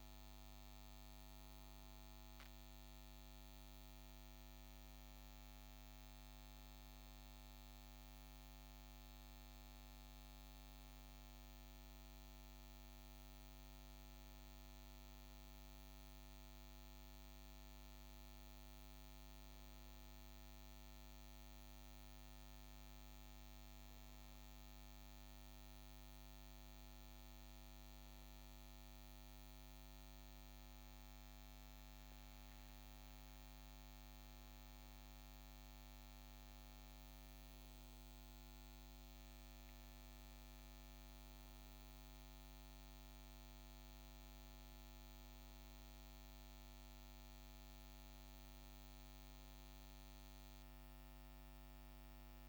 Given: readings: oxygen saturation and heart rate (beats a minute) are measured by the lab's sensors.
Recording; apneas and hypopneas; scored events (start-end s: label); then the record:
breathing in sleep, hard to hear, by a microphone on the trachea; none
28.50-52.49 s: new sleep stage, N2 (light sleep)
From the record:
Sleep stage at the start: N1 (lightest sleep); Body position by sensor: on the right side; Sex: male